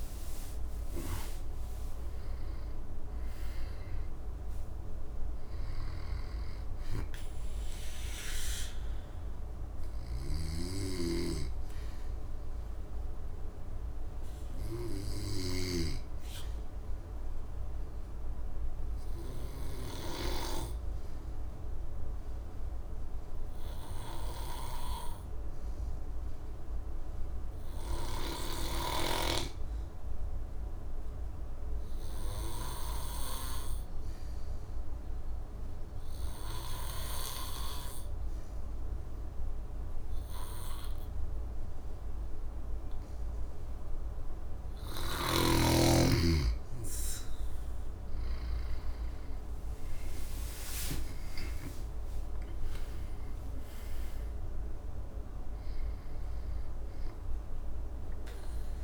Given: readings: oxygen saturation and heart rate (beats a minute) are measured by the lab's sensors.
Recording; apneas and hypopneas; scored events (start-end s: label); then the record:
breathing in sleep by a room microphone; 1
0.00-4.00 s: arousal
5.50-15.50 s: snoring (device-marked)
17.00-44.50 s: obstructive apnea (oxygen 93% before, 89% lowest, heart rate 74 before, 65 extreme, up 11 after)
37.00-58.84 s: oxygen desaturation (device-marked, oxygen 99% before, 89% lowest, heart rate 68 before, 65 extreme)
44.50-51.00 s: snoring (device-marked)
49.00-52.00 s: arousal
From the record:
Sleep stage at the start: N2 (light sleep); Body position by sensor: on the back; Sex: male